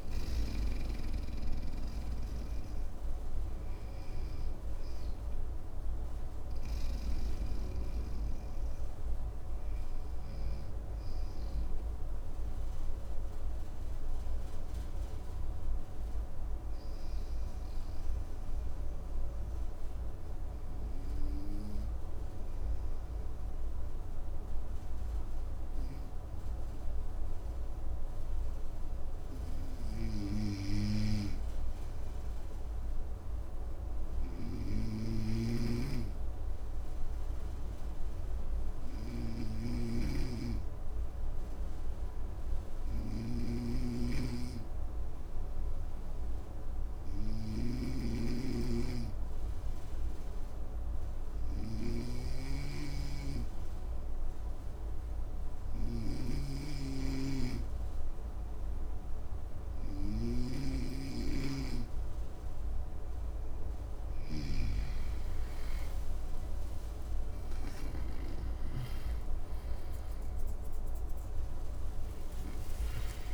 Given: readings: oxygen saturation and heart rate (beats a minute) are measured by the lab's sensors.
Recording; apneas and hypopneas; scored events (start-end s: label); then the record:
breathing in sleep by a room microphone; 2
10.00-27.00 s: obstructive apnea (oxygen 99% before, 93% lowest, heart rate 58 before, 52 extreme, up 3 after)
29.50-33.00 s: arousal
34.50-72.00 s: snoring (device-marked)
37.50-61.00 s: obstructive apnea (oxygen 99% before, 93% lowest, heart rate 54 before, 54 extreme, up 7 after)
65.00-72.50 s: arousal
From the record:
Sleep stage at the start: N2 (light sleep); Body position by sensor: on the right side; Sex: male